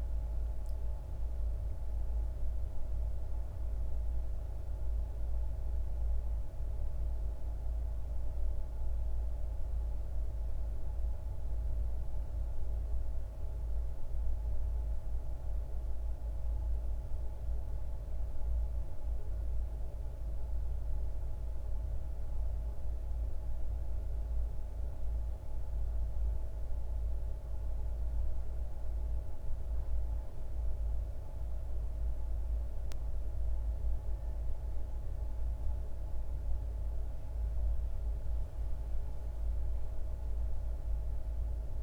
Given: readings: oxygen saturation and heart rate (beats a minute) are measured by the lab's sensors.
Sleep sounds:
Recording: a person awake in a sleep study, hard to hear, by a room microphone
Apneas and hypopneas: none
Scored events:
none scored
From the record:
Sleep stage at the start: awake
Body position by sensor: on the back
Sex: male

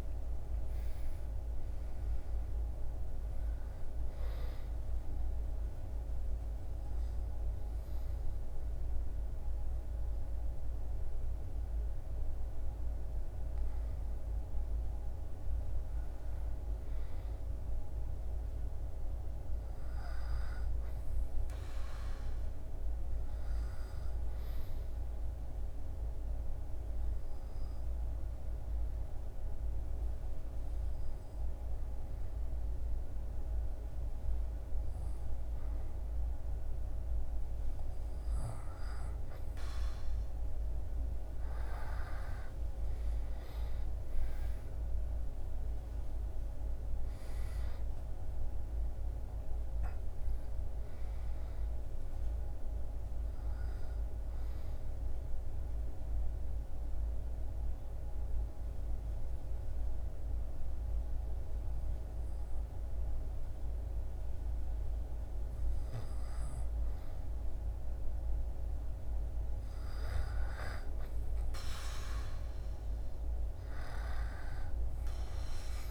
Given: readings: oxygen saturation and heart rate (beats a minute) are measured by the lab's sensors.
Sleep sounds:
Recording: breathing in sleep, hard to hear, by a room microphone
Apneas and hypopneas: 3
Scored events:
2.00-19.00 s: oxygen desaturation (device-marked, oxygen 98% before, 94% lowest, heart rate 73 before, 69 extreme)
3.50-14.00 s: obstructive apnea (oxygen 98% before, 93% lowest, heart rate 74 before, 69 extreme, up 8 after)
18.00-21.00 s: arousal
23.00-38.00 s: obstructive apnea (oxygen 98% before, 93% lowest, heart rate 75 before, 71 extreme, up 9 after)
39.50-43.50 s: arousal
42.00-64.00 s: oxygen desaturation (device-marked, oxygen 97% before, 93% lowest, heart rate 73 before, 71 extreme)
54.00-66.50 s: obstructive apnea (oxygen 97% before, 93% lowest, heart rate 77 before, 71 extreme, up 2 after)
69.50-73.00 s: arousal
From the record:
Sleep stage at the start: REM sleep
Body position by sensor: on the back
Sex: male

